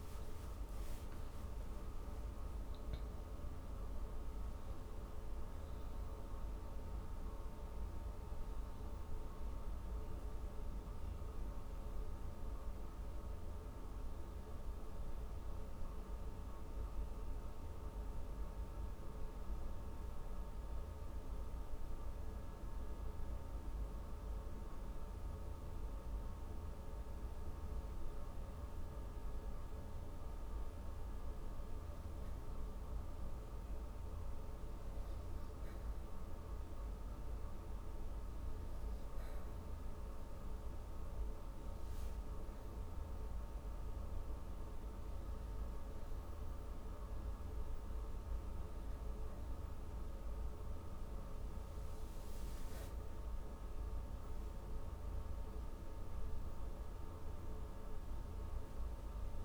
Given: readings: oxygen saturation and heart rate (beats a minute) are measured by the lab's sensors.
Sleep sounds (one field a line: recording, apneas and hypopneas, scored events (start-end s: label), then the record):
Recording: a person partly awake in a sleep study, hard to hear, by a room microphone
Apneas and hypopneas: 1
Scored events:
15.50-30.00 s: hypopnea (oxygen 97% before, 96% lowest, heart rate 161 before, 144 extreme, up 26 after)
15.50-59.45 s: new sleep stage, N1 (lightest sleep)
32.50-36.00 s: arousal
From the record:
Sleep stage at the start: awake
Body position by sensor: on the back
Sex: female